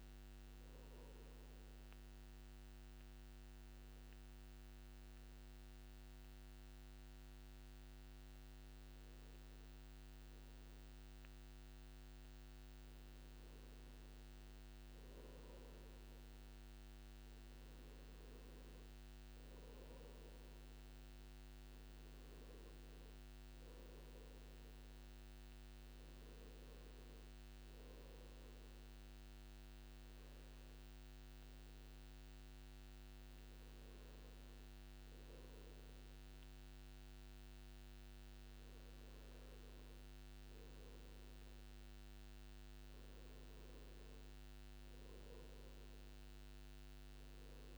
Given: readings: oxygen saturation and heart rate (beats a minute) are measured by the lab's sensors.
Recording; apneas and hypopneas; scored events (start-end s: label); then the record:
breathing in sleep, hard to hear, by a microphone on the trachea; 1
2.00-13.00 s: obstructive apnea (oxygen 97% before, 94% lowest, heart rate 59 before, 56 extreme, up 8 after)
15.00-18.50 s: arousal
From the record:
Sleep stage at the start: N2 (light sleep); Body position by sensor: on the back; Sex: male